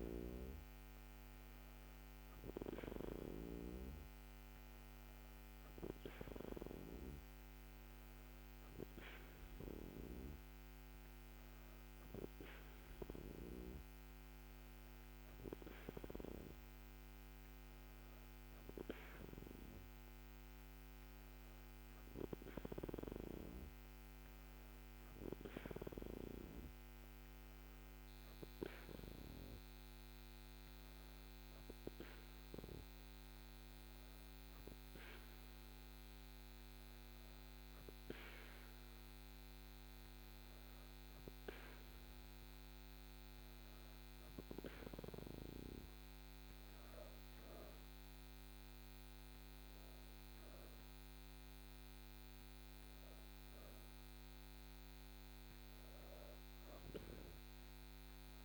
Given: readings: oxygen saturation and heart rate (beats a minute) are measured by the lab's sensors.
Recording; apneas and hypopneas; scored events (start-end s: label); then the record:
breathing in sleep by a microphone on the trachea; none
none scored
From the record:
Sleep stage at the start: N2 (light sleep); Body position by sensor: on the back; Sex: female